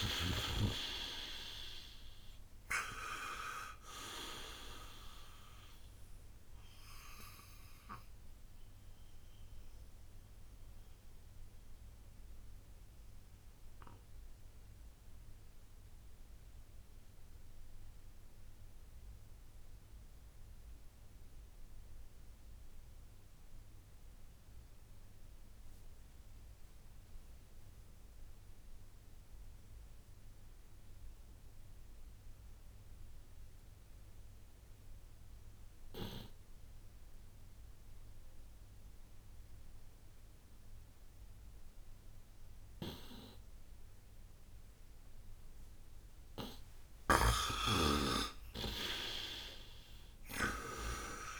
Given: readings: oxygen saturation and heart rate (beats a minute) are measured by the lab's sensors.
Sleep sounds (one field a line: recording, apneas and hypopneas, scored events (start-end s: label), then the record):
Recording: breathing in sleep by a room microphone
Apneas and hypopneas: 1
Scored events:
0.00-30.50 s: oxygen desaturation (device-marked, oxygen 84% lowest, heart rate 57 extreme)
7.00-45.00 s: obstructive apnea (oxygen 98% before, 84% lowest, heart rate 65 before, 58 extreme, up 26 after)
42.50-51.40 s: oxygen desaturation (device-marked, oxygen 99% before, 84% lowest, heart rate 60 before, 56 extreme)
42.50-51.40 s: snoring (device-marked)
47.50-51.00 s: arousal
From the record:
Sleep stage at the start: N2 (light sleep)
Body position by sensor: on the right side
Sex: male